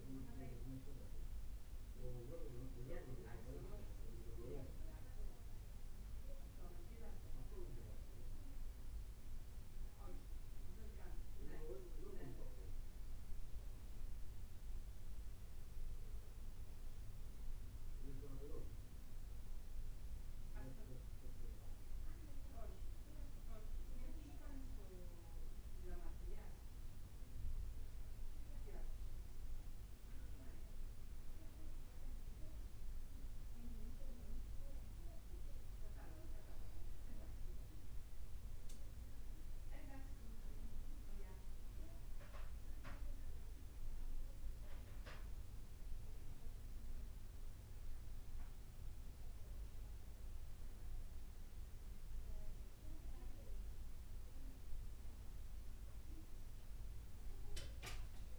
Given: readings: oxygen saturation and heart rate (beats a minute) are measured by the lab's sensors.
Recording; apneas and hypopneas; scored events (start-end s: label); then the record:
breathing in sleep by a room microphone; none
29.50-58.39 s: new sleep stage, N2 (light sleep)
From the record:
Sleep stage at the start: REM sleep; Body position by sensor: on the back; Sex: male